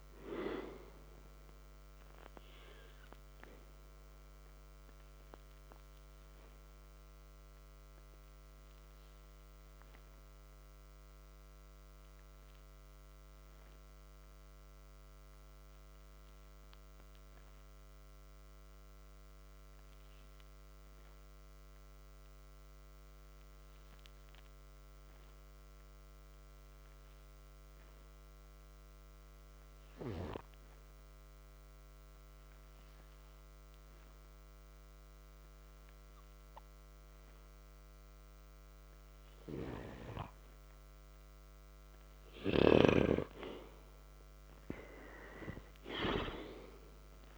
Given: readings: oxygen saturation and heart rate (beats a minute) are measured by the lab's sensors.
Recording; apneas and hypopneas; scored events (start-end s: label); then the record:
breathing in sleep by a microphone on the trachea; 1
9.00-39.50 s: hypopnea (oxygen 97% before, 86% lowest, heart rate 56 before, 50 extreme, up 6 after)
18.50-35.50 s: oxygen desaturation (device-marked, oxygen 95% before, 86% lowest, heart rate 57 before, 50 extreme)
44.50-47.37 s: arousal
From the record:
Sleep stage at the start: N2 (light sleep); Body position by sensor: on the back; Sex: male